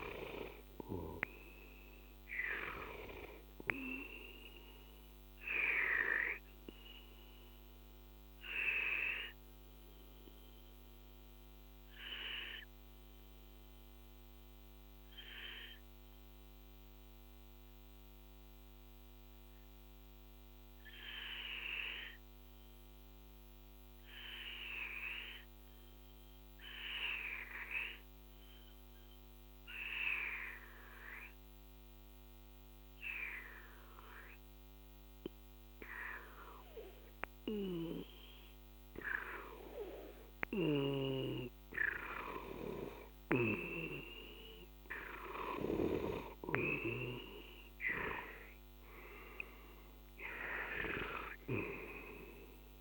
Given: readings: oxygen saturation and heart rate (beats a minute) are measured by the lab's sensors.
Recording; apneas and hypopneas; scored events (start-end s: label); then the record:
breathing in sleep by a microphone on the trachea; 1
0.00-19.50 s: oxygen desaturation (device-marked, oxygen 91% lowest, heart rate 37 extreme)
1.50-45.50 s: obstructive apnea (oxygen 97% before, 91% lowest, heart rate 53 before, 37 extreme, up 6 after)
33.50-51.50 s: oxygen desaturation (device-marked, oxygen 98% before, 92% lowest, heart rate 44 before, 39 extreme)
46.00-50.50 s: arousal
From the record:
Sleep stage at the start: N2 (light sleep); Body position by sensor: on the left side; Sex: male